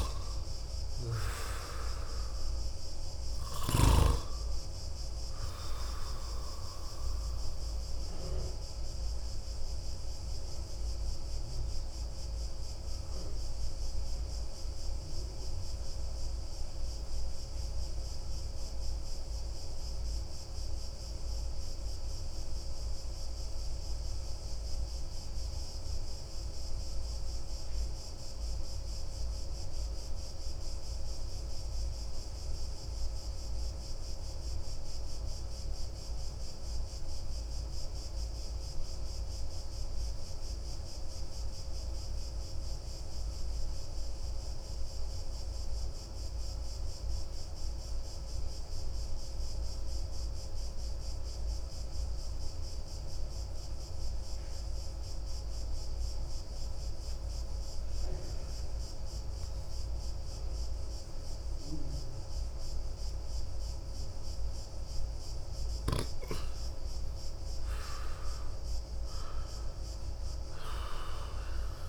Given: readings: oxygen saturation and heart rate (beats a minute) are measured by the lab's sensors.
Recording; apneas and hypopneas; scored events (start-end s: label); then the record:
breathing in sleep by a room microphone; 1
0.00-30.00 s: oxygen desaturation (device-marked, oxygen 86% lowest)
8.50-64.00 s: obstructive apnea (oxygen 95% before, 86% lowest)
66.00-69.50 s: arousal
66.00-71.89 s: oxygen desaturation (device-marked, oxygen 96% before, 89% lowest, heart rate 39 before, 26 extreme)
From the record:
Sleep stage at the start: N2 (light sleep); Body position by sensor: on the back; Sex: male